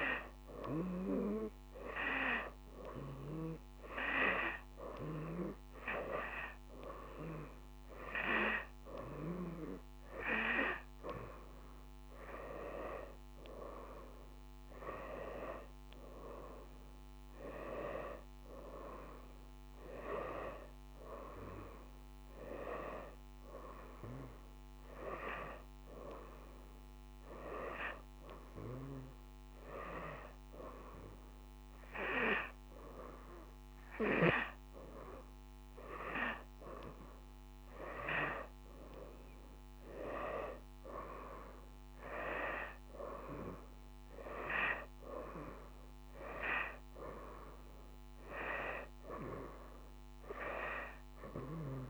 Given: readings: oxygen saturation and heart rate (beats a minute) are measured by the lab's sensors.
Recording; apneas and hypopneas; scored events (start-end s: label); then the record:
breathing in sleep by a microphone on the trachea; none
0.00-13.00 s: oxygen desaturation (device-marked, oxygen 90% lowest, heart rate 92 extreme)
11.50-15.50 s: arousal
From the record:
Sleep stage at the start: N2 (light sleep); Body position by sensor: on the right side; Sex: female